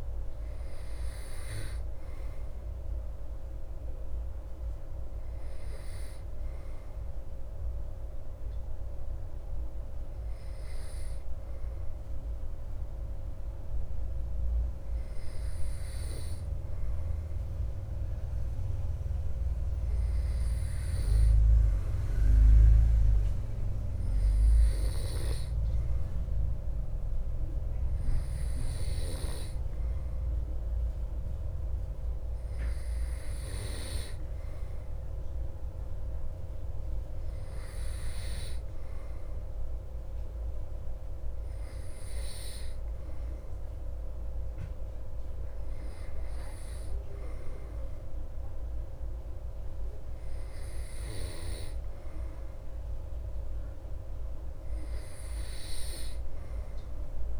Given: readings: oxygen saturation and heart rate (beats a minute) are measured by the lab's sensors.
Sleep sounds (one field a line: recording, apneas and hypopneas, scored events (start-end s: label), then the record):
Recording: breathing in sleep by a room microphone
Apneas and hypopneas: none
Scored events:
none scored
From the record:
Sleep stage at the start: N2 (light sleep)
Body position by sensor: on the back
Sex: male